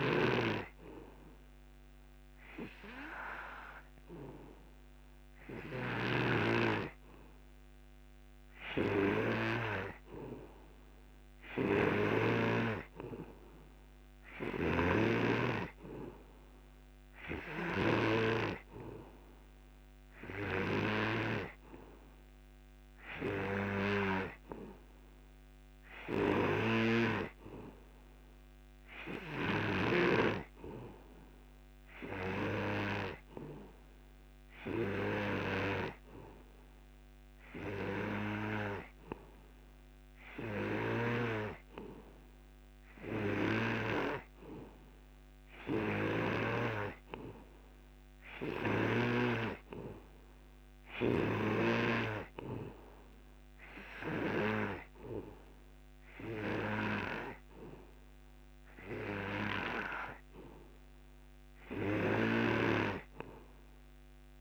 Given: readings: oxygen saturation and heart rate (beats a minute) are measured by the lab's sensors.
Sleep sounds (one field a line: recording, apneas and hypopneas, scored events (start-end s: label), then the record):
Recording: breathing in sleep by a microphone on the trachea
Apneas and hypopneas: none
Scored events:
15.00-26.00 s: oxygen desaturation (device-marked, oxygen 94% before, 91% lowest)
From the record:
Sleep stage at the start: N3 (deep sleep)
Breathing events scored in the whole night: 145 in 4.9 hours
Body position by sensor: on the back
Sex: male